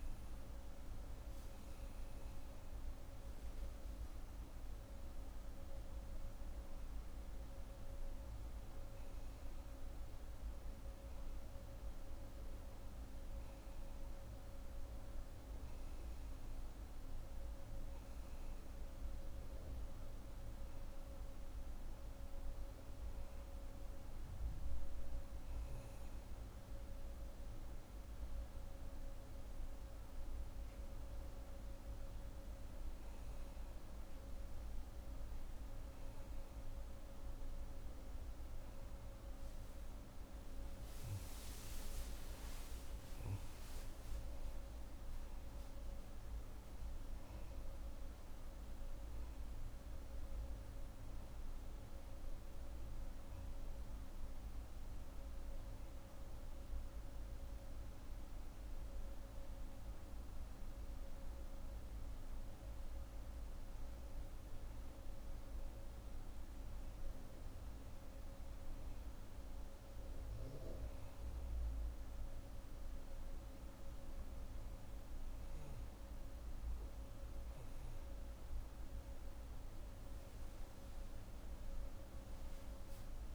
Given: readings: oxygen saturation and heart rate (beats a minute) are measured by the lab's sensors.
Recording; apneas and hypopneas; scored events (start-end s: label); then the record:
breathing in sleep, hard to hear, by a room microphone; none
none scored
From the record:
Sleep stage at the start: N1 (lightest sleep); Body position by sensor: on the back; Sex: female